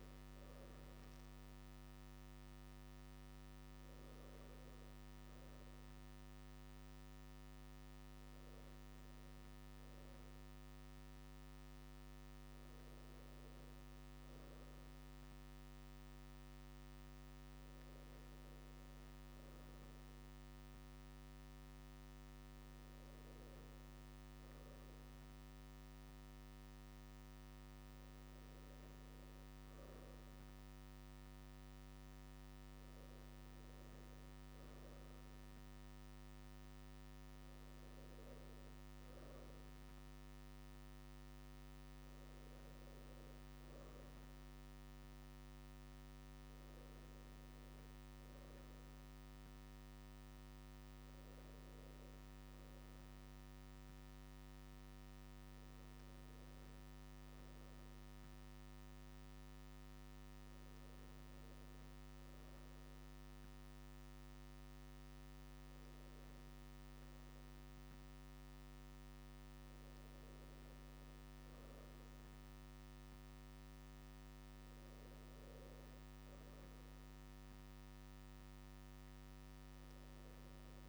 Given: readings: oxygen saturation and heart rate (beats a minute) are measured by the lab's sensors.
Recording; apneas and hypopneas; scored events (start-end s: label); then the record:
breathing in sleep, hard to hear, by a microphone on the trachea; none
none scored
From the record:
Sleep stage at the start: N2 (light sleep); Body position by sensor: on the right side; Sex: male